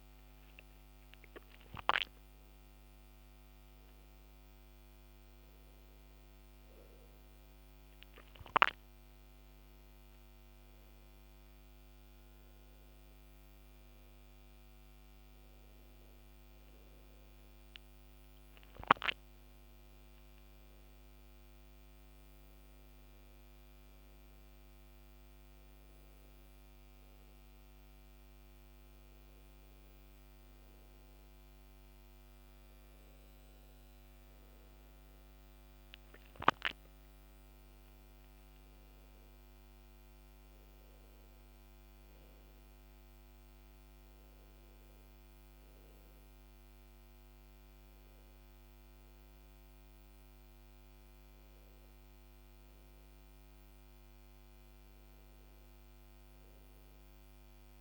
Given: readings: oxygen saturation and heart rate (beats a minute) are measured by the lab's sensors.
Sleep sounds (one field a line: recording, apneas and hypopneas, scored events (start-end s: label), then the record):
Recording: breathing in sleep, hard to hear, by a microphone on the trachea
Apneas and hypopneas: none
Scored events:
none scored
From the record:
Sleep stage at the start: N2 (light sleep)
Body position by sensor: on the back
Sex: male